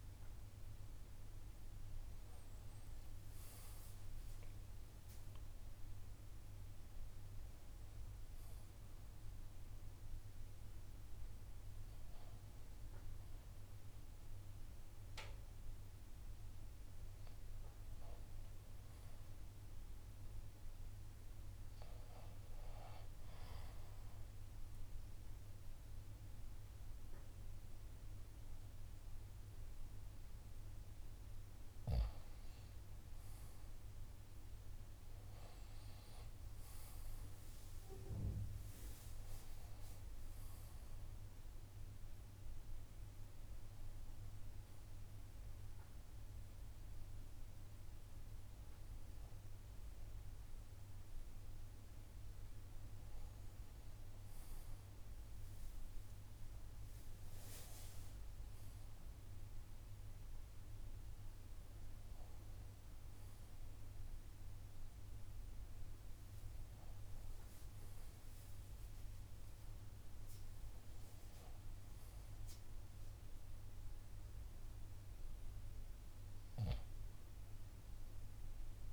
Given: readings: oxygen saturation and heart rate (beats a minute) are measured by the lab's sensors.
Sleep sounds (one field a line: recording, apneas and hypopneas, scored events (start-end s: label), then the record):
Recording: breathing in sleep, hard to hear, by a room microphone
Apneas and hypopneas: 1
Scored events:
4.50-9.00 s: arousal
23.50-33.50 s: mixed apnea (oxygen 93% before, 88% lowest, heart rate 76 before, 72 extreme, up 6 after)
28.50-35.50 s: oxygen desaturation (device-marked, oxygen 93% before, 90% lowest, heart rate 74 before, 73 extreme)
44.50-53.50 s: oxygen desaturation (device-marked, oxygen 91% before, 88% lowest, heart rate 74 before, 75 extreme)
70.50-78.93 s: new sleep stage, N2 (light sleep)
From the record:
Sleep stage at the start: N1 (lightest sleep)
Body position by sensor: on the left side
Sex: male